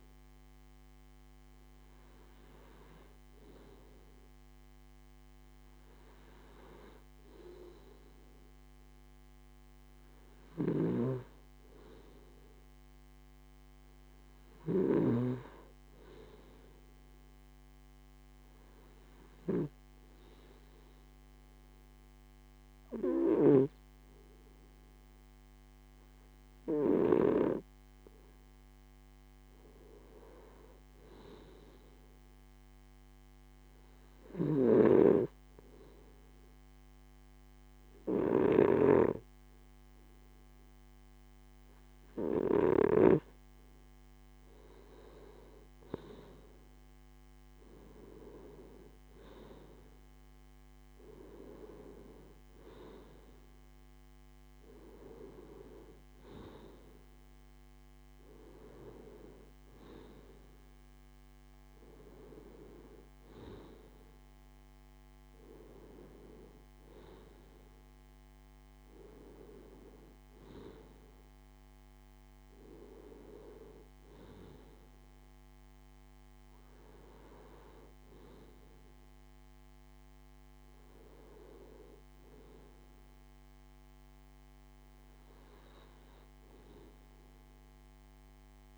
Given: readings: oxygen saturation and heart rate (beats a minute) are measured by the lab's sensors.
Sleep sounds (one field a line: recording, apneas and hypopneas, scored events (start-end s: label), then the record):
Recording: breathing in sleep by a microphone on the trachea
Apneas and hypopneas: 1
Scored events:
33.00-45.50 s: obstructive apnea (oxygen 95% before, 93% lowest, heart rate 66 before, 63 extreme, up 58 after)
47.50-51.00 s: arousal
From the record:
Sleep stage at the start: N2 (light sleep)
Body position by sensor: on the left side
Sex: male